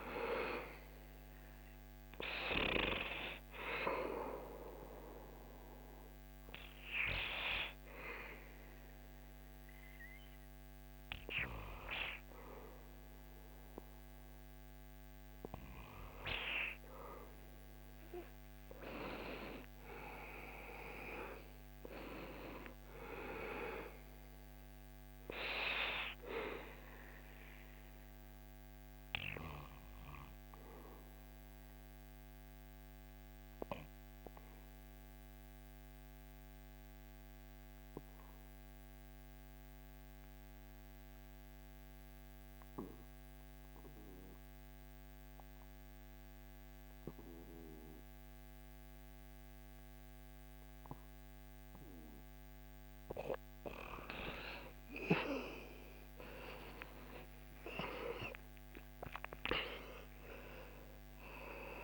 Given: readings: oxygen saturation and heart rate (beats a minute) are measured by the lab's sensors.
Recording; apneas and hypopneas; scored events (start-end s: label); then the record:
breathing in sleep by a microphone on the trachea; 2
0.50-4.00 s: arousal
6.50-16.50 s: hypopnea (oxygen 100% before, 96% lowest, heart rate 82 before, 71 extreme, up 12 after)
18.00-22.00 s: arousal
26.50-52.50 s: obstructive apnea (oxygen 98% before, 93% lowest, heart rate 75 before, 63 extreme, up 11 after)
55.00-59.00 s: arousal
From the record:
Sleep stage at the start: N2 (light sleep); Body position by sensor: on the back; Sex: male